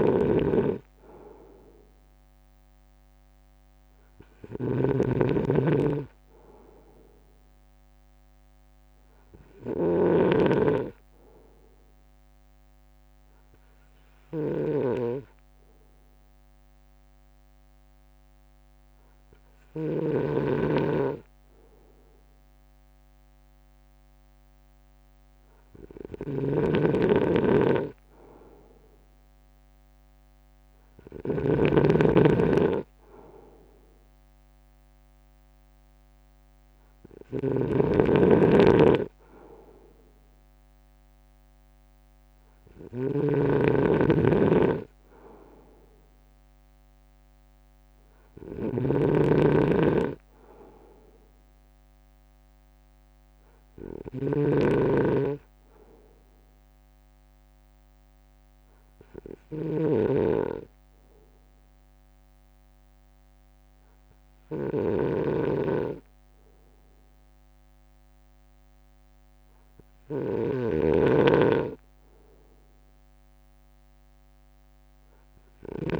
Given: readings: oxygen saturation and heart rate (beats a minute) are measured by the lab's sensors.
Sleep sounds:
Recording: breathing in sleep by a microphone on the trachea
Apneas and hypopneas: 2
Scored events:
0.00-8.50 s: drop in pulse transit time (device-marked, heart rate 53 extreme)
0.00-31.50 s: snoring (device-marked)
4.50-8.50 s: arousal
13.50-27.50 s: hypopnea (oxygen 96% before, 94% lowest, heart rate 55 before, 53 extreme, up 2 after)
29.50-32.00 s: arousal
29.50-48.50 s: drop in pulse transit time (device-marked, heart rate 56 before, 53 extreme)
37.50-76.00 s: snoring (device-marked)
49.50-53.00 s: arousal
56.00-70.50 s: hypopnea (oxygen 96% before, 95% lowest, heart rate 56 before, 55 extreme, up 0 after)
74.50-76.00 s: arousal
From the record:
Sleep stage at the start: N2 (light sleep)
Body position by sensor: on the front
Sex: male

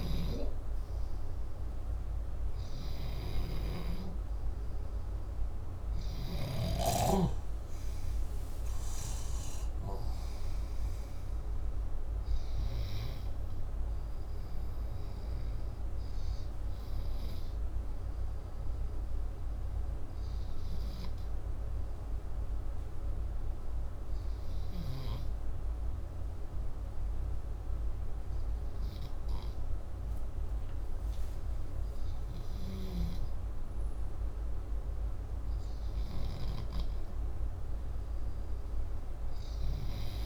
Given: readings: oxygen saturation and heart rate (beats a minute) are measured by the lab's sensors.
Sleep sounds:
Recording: breathing in sleep, hard to hear, by a room microphone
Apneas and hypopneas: 1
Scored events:
0.00-3.00 s: arousal
4.50-10.50 s: oxygen desaturation (device-marked, oxygen 98% before, 95% lowest, heart rate 62 before, 60 extreme)
20.50-33.50 s: hypopnea (oxygen 98% before, 92% lowest, heart rate 64 before, 62 extreme, up 6 after)
35.50-39.00 s: arousal
From the record:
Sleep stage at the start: N2 (light sleep)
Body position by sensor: upright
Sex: male

